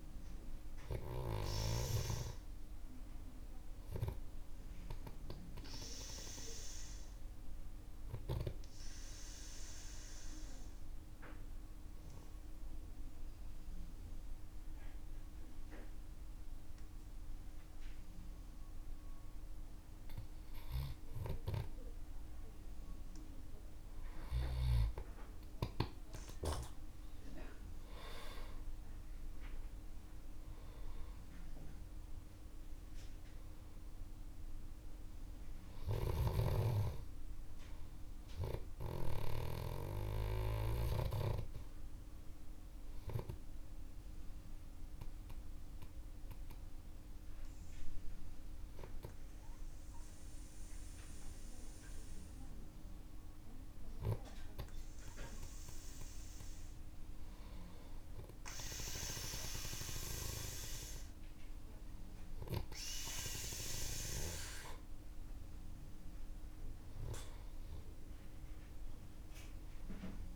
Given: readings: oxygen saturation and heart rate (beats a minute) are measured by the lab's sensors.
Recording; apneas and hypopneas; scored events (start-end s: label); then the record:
breathing in sleep by a room microphone; 2
5.50-19.50 s: obstructive apnea (oxygen 97% before, 91% lowest, heart rate 71 before, 47 extreme, up 10 after)
21.00-27.00 s: oxygen desaturation (device-marked, oxygen 97% before, 94% lowest, heart rate 58 before, 48 extreme)
27.50-32.50 s: arousal
43.00-54.50 s: obstructive apnea (oxygen 97% before, 91% lowest, heart rate 59 before, 49 extreme, up 14 after)
53.00-60.00 s: oxygen desaturation (device-marked, oxygen 96% before, 91% lowest, heart rate 56 before, 52 extreme)
65.00-69.50 s: arousal
From the record:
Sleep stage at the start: N2 (light sleep); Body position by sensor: on the back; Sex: male